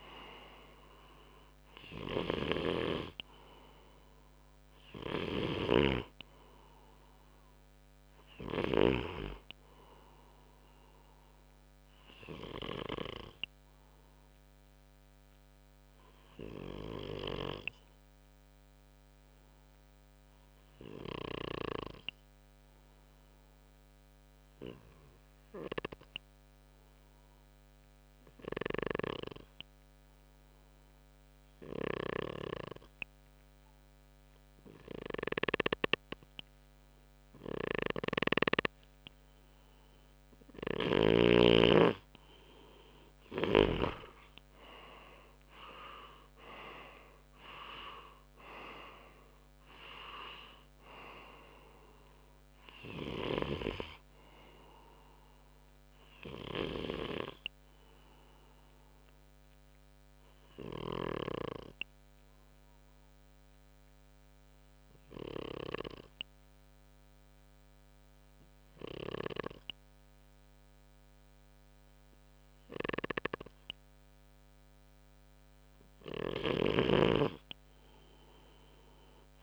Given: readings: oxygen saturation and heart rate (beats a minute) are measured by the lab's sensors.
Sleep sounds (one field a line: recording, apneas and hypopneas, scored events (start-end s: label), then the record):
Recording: breathing in sleep by a microphone on the trachea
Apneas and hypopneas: 2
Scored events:
0.00-8.50 s: snoring (device-marked)
0.00-19.00 s: oxygen desaturation (device-marked, oxygen 93% lowest, heart rate 62 extreme)
11.50-39.00 s: obstructive apnea (oxygen 97% before, 93% lowest, heart rate 67 before, 62 extreme, up 4 after)
34.50-38.00 s: snoring (device-marked)
41.00-54.00 s: oxygen desaturation (device-marked, oxygen 97% before, 93% lowest, heart rate 65 before, 62 extreme)
43.50-48.00 s: arousal
57.00-75.00 s: obstructive apnea (oxygen 97% before, 93% lowest, heart rate 69 before, 62 extreme, up 5 after)
75.50-79.42 s: snoring (device-marked)
From the record:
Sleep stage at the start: N2 (light sleep)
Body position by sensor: on the front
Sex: male